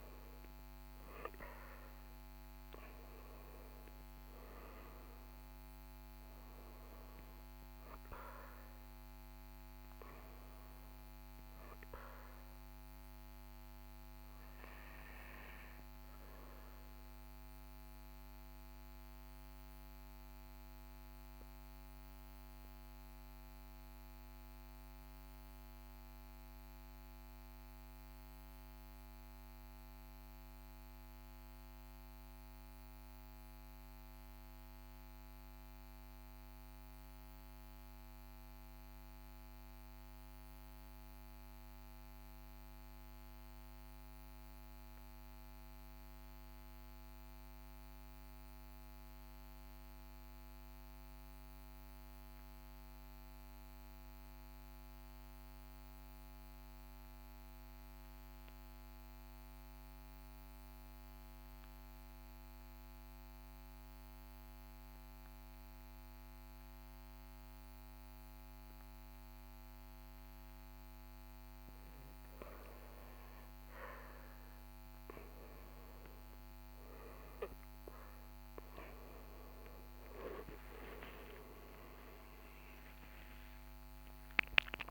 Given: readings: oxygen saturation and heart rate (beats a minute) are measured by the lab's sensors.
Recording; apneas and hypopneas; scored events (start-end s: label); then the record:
breathing in sleep by a microphone on the trachea; 1
14.00-33.00 s: oxygen desaturation (device-marked, oxygen 96% before, 91% lowest, heart rate 44 before, 39 extreme)
18.50-70.50 s: mixed apnea (oxygen 97% before, 89% lowest, heart rate 44 before, 39 extreme, up 7 after)
77.00-84.91 s: oxygen desaturation (device-marked, oxygen 98% before, 92% lowest, heart rate 41 before, 42 extreme)
79.00-84.00 s: arousal
From the record:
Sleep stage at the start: N2 (light sleep); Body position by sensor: on the back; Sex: male